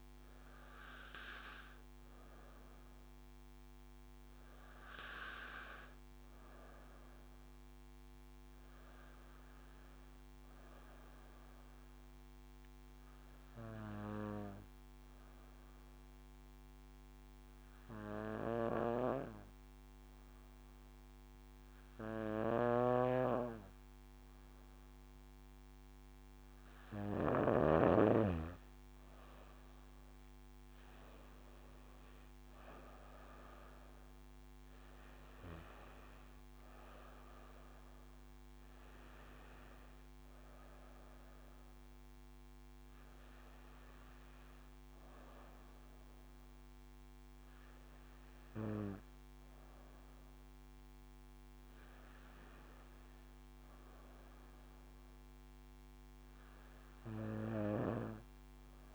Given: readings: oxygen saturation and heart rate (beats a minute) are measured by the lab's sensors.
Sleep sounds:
breathing in sleep by a microphone on the trachea; 1
11.00-28.00 s: obstructive apnea (oxygen 98% before, 94% lowest, heart rate 61 before, 57 extreme, up 9 after)
22.50-28.00 s: snoring (device-marked)
27.50-54.50 s: oxygen desaturation (device-marked, oxygen 97% before, 94% lowest, heart rate 60 before, 60 extreme)
29.50-32.50 s: arousal
From the record:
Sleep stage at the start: N2 (light sleep); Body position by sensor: on the back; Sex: female

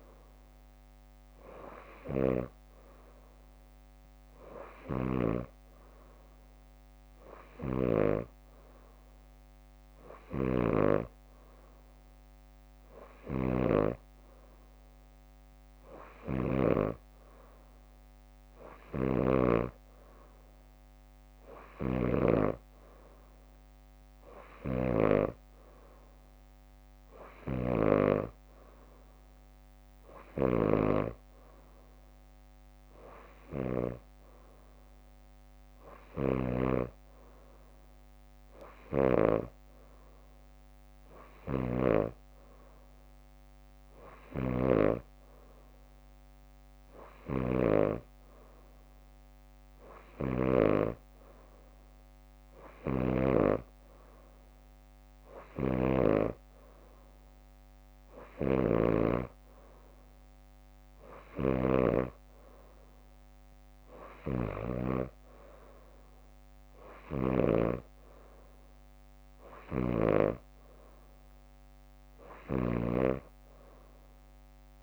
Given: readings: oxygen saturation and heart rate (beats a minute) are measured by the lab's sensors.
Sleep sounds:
breathing in sleep by a microphone on the trachea; none
4.50-6.00 s: leg movement (device-marked)
5.00-11.00 s: snoring (device-marked)
8.00-10.00 s: bradycardia (device-marked, heart rate 62 before, 62 extreme)
21.50-25.00 s: leg movement (device-marked)
40.00-74.83 s: new sleep stage, N3 (deep sleep)
From the record:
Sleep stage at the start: N2 (light sleep); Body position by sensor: on the back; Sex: female

